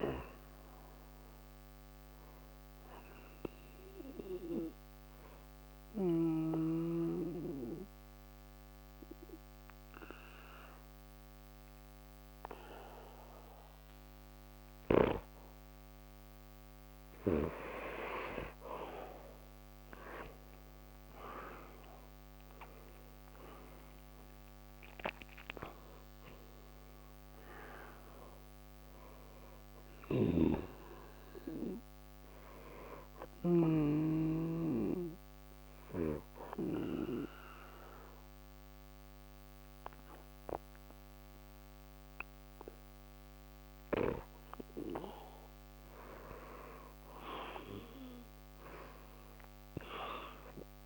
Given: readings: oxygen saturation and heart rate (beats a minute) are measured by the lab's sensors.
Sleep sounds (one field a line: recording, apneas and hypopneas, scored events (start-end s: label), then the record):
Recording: breathing in sleep by a microphone on the trachea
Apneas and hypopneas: 2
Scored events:
0.00-11.50 s: oxygen desaturation (device-marked, oxygen 87% lowest, heart rate 59 extreme)
4.00-17.00 s: obstructive apnea (oxygen 97% before, 87% lowest, heart rate 72 before, 59 extreme, up 10 after)
18.50-23.00 s: arousal
19.50-42.50 s: oxygen desaturation (device-marked, oxygen 97% before, 87% lowest, heart rate 64 before, 59 extreme)
30.00-33.50 s: snoring (device-marked)
34.00-46.00 s: obstructive apnea (oxygen 97% before, 87% lowest, heart rate 64 before, 60 extreme, up 5 after)
48.00-50.86 s: arousal
From the record:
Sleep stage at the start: N2 (light sleep)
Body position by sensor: on the back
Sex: male